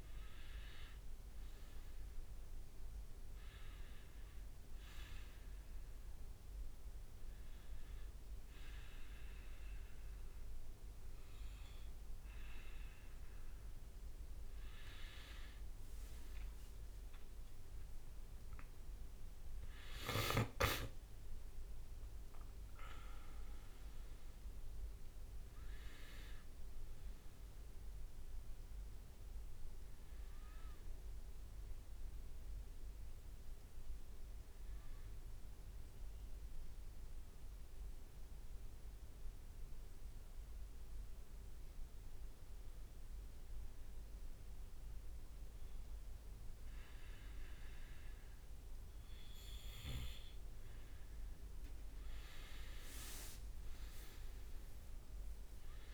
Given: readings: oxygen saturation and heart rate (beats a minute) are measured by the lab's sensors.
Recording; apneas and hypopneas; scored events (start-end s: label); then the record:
breathing in sleep by a room microphone; 2
5.00-15.00 s: hypopnea (oxygen 97% before, 94% lowest, heart rate 66 before, 62 extreme, up 13 after)
19.50-21.50 s: leg movement (device-marked)
22.50-27.00 s: arousal
37.00-50.50 s: hypopnea (oxygen 97% before, 94% lowest, heart rate 71 before, 60 extreme, up 10 after)
52.00-54.50 s: leg movement (device-marked)
53.50-55.94 s: arousal
54.00-55.94 s: oxygen desaturation (device-marked, oxygen 98% before, 94% lowest, heart rate 62 before, 61 extreme)
From the record:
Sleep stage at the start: N2 (light sleep); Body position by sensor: on the back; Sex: male